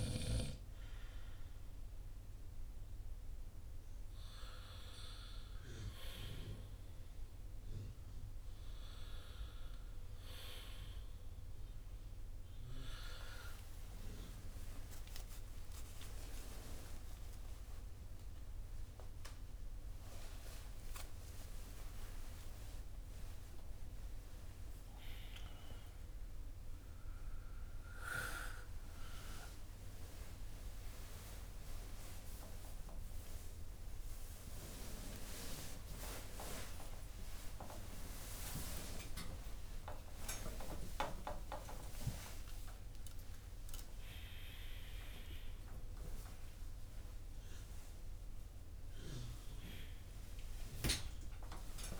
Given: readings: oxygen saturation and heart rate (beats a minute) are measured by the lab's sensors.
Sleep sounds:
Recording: a person awake in a sleep study, by a room microphone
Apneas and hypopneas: none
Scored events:
8.50-52.00 s: new sleep stage, awake
From the record:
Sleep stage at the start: N2 (light sleep)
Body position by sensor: on the back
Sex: male

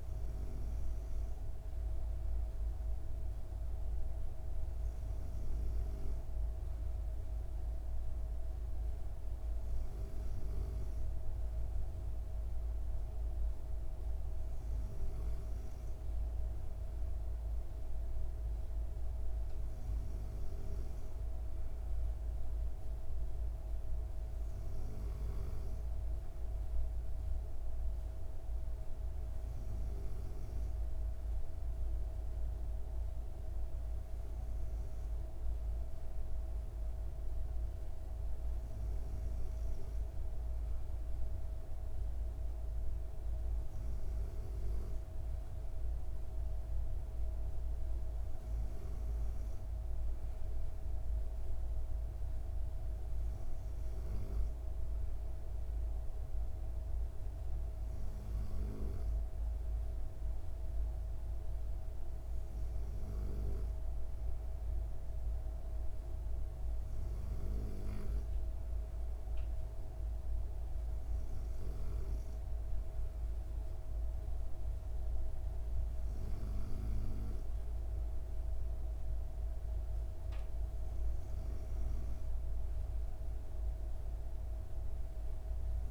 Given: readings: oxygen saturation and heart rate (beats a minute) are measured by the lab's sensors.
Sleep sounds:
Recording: breathing in sleep, hard to hear, by a room microphone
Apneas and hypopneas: none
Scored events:
none scored
From the record:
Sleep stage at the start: N2 (light sleep)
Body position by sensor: on the back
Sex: female

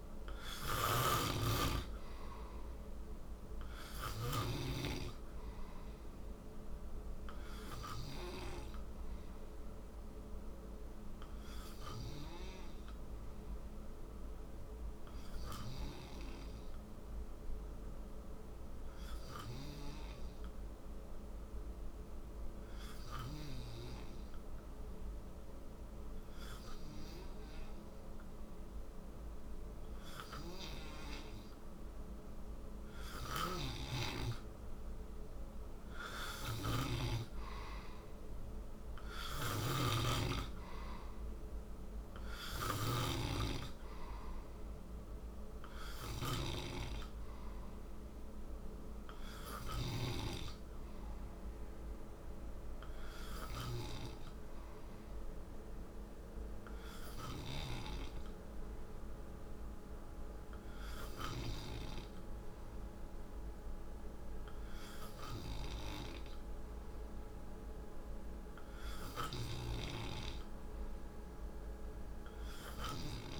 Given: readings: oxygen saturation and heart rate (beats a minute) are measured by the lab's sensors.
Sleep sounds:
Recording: breathing in sleep by a room microphone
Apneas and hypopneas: 1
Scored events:
0.00-4.00 s: snoring (device-marked)
0.00-20.50 s: oxygen desaturation (device-marked, oxygen 91% lowest, heart rate 54 extreme)
16.00-32.00 s: obstructive apnea (oxygen 97% before, 91% lowest, heart rate 57 before, 57 extreme, up 4 after)
32.50-36.50 s: snoring (device-marked)
32.50-48.50 s: oxygen desaturation (device-marked, oxygen 96% before, 91% lowest, heart rate 61 before, 57 extreme)
34.00-38.50 s: arousal
38.50-49.50 s: snoring (device-marked)
From the record:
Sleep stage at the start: N2 (light sleep)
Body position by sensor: on the right side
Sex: male

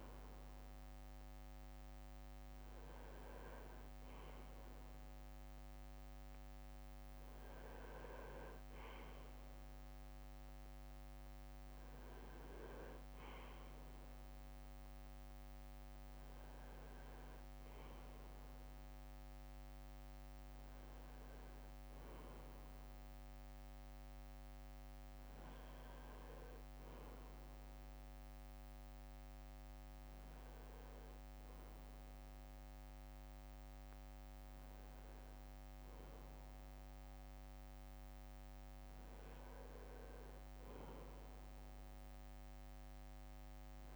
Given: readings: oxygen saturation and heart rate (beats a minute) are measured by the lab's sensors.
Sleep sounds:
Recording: a person partly awake in a sleep study, hard to hear, by a microphone on the trachea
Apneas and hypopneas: none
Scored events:
18.50-43.96 s: new sleep stage, N2 (light sleep)
From the record:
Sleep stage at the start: awake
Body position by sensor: on the right side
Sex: male

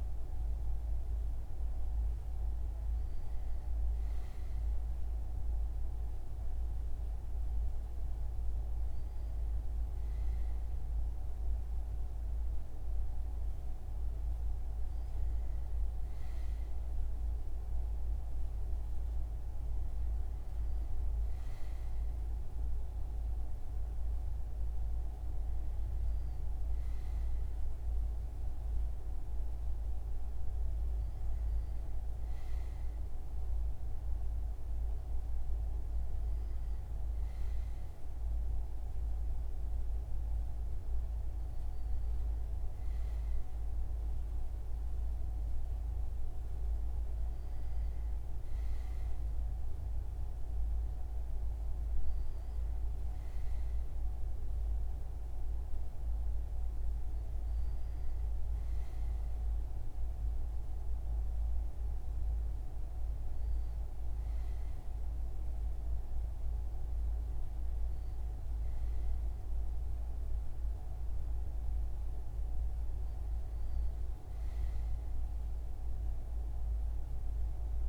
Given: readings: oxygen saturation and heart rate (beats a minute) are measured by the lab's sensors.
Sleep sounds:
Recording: breathing in sleep, hard to hear, by a room microphone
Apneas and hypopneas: none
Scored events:
none scored
From the record:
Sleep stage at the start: N2 (light sleep)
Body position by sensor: on the front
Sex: male

